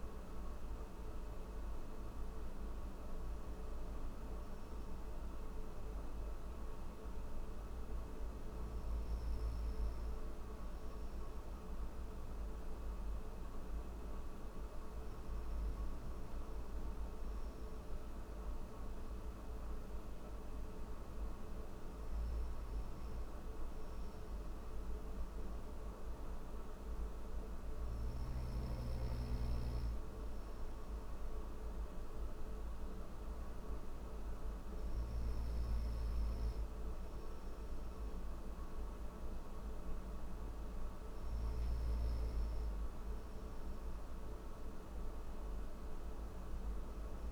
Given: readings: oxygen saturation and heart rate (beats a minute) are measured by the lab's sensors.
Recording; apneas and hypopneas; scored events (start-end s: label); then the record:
breathing in sleep, hard to hear, by a room microphone; none
none scored
From the record:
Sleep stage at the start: N1 (lightest sleep); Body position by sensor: on the back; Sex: male